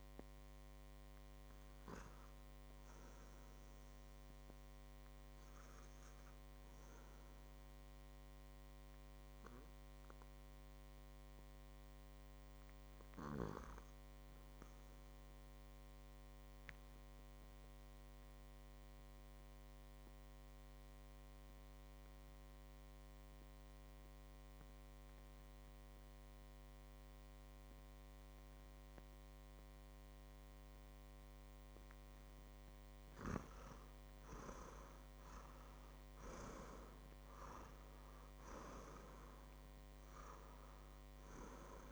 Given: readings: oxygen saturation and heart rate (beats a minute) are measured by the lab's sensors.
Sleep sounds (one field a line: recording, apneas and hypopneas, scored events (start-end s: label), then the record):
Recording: breathing in sleep by a microphone on the trachea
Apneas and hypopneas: 1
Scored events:
0.00-13.00 s: oxygen desaturation (device-marked, oxygen 90% lowest, heart rate 58 extreme)
12.00-15.00 s: arousal
17.50-32.00 s: obstructive apnea (oxygen 98% before, 89% lowest, heart rate 59 before, 57 extreme, up 9 after)
32.00-41.92 s: oxygen desaturation (device-marked, oxygen 97% before, 89% lowest, heart rate 59 before, 53 extreme)
34.00-38.00 s: arousal
From the record:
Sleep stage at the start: N2 (light sleep)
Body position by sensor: on the back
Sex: male